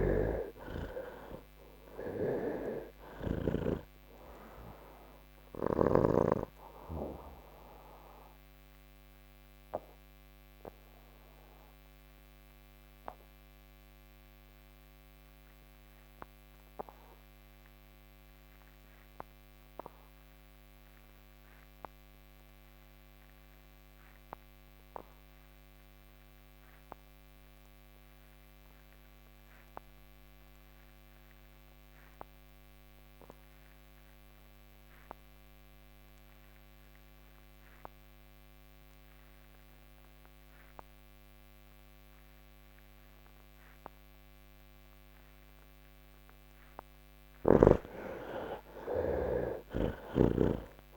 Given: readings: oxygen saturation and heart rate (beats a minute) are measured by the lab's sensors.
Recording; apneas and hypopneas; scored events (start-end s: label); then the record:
breathing in sleep by a microphone on the trachea; 1
0.00-3.50 s: snoring (device-marked)
0.00-22.00 s: oxygen desaturation (device-marked, oxygen 62% lowest, heart rate 81 extreme)
7.00-46.50 s: mixed apnea (oxygen 75% before, 62% lowest, heart rate 139 before, 81 extreme, up 0 after)
27.00-50.97 s: oxygen desaturation (device-marked, oxygen 96% before, 64% lowest, heart rate 155 before, 84 extreme)
49.50-50.97 s: snoring (device-marked)
From the record:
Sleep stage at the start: N2 (light sleep); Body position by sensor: on the back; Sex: male